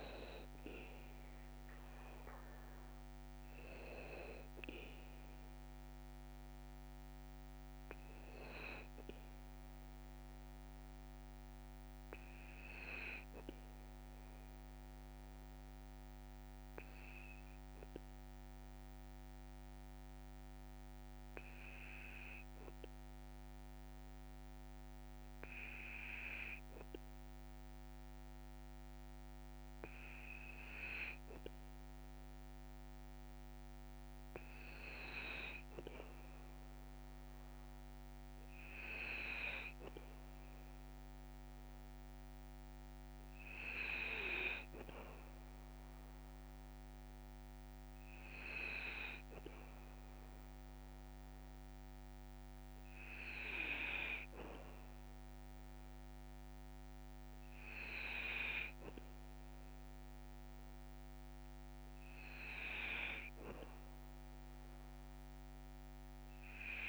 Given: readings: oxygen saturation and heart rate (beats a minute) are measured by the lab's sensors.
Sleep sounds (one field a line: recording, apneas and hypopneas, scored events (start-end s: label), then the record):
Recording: breathing in sleep by a microphone on the trachea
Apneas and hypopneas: 1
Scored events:
11.00-30.50 s: obstructive apnea (oxygen 98% before, 96% lowest, heart rate 57 before, 49 extreme, up 9 after)
33.50-37.50 s: arousal
From the record:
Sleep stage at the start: N2 (light sleep)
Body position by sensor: on the back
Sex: male